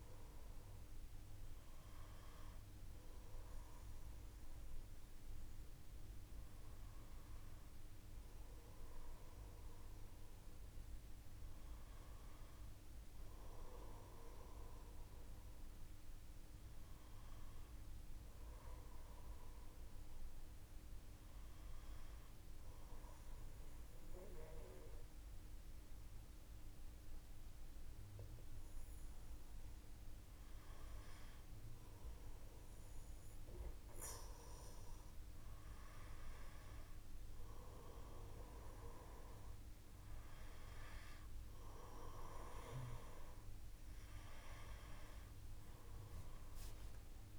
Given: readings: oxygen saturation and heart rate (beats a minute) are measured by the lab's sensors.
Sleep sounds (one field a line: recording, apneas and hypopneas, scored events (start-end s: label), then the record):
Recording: breathing in sleep by a room microphone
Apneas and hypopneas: 1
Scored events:
19.50-33.00 s: hypopnea (oxygen 96% before, 93% lowest, heart rate 60 before, 57 extreme, up 2 after)
19.50-47.39 s: new sleep stage, N2 (light sleep)
36.50-40.50 s: arousal
From the record:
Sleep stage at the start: N1 (lightest sleep)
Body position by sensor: on the back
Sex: male